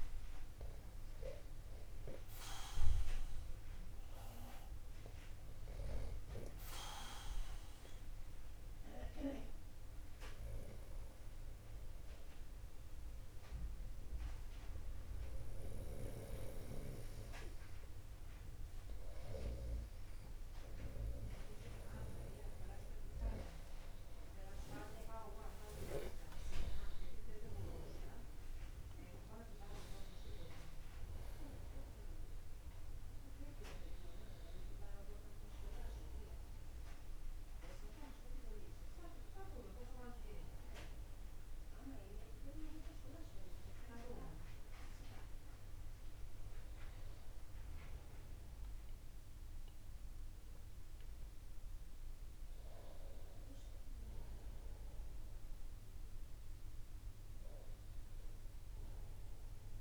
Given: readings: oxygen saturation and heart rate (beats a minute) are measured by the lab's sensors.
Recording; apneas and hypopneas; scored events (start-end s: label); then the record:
a person awake in a sleep study, by a room microphone; none
5.50-7.50 s: long interval between heartbeats (device-marked)
13.00-59.81 s: new sleep stage, awake
24.00-26.00 s: long interval between heartbeats (device-marked)
From the record:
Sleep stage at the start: N2 (light sleep); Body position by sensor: upright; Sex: male